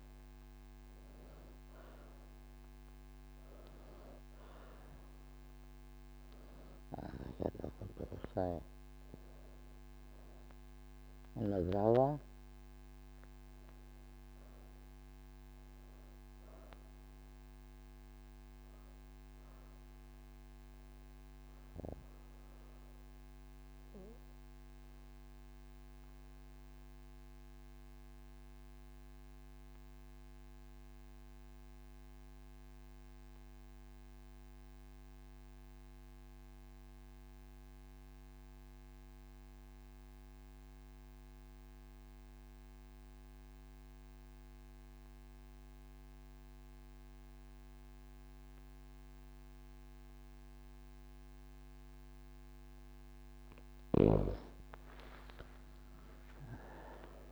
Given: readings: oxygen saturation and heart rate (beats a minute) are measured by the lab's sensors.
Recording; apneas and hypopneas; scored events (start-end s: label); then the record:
breathing in sleep by a microphone on the trachea; none
6.50-29.50 s: oxygen desaturation (device-marked, oxygen 91% before, 85% lowest)
52.50-57.32 s: oxygen desaturation (device-marked, oxygen 99% before, 86% lowest)
From the record:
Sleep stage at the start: N3 (deep sleep); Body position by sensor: on the right side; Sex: female